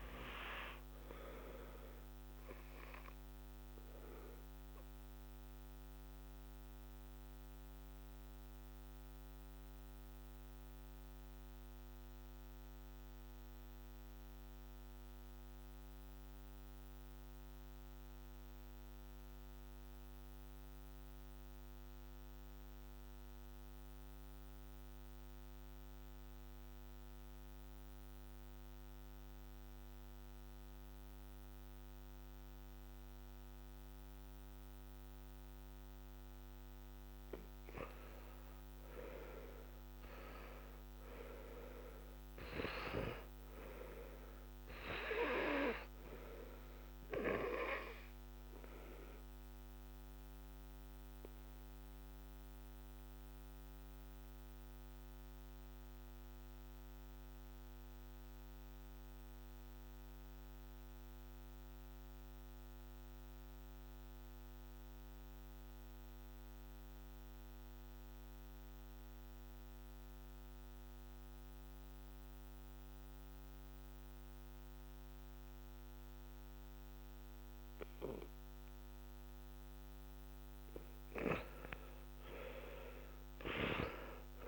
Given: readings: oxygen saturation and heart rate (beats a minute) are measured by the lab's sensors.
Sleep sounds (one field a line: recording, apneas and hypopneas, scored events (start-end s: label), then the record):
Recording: breathing in sleep by a microphone on the trachea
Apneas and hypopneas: 2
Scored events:
0.00-21.00 s: oxygen desaturation (device-marked, oxygen 85% lowest, heart rate 62 extreme)
2.50-36.50 s: mixed apnea (oxygen 99% before, 85% lowest, heart rate 71 before, 62 extreme, up 10 after)
35.00-66.00 s: oxygen desaturation (device-marked, oxygen 98% before, 87% lowest, heart rate 66 before, 66 extreme)
38.50-43.00 s: arousal
48.50-79.50 s: obstructive apnea (oxygen 99% before, 84% lowest, heart rate 68 before, 66 extreme, up 8 after)
77.00-84.48 s: oxygen desaturation (device-marked, oxygen 98% before, 84% lowest, heart rate 67 before, 66 extreme)
81.50-84.48 s: arousal
From the record:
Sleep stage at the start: N2 (light sleep)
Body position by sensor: on the back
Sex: male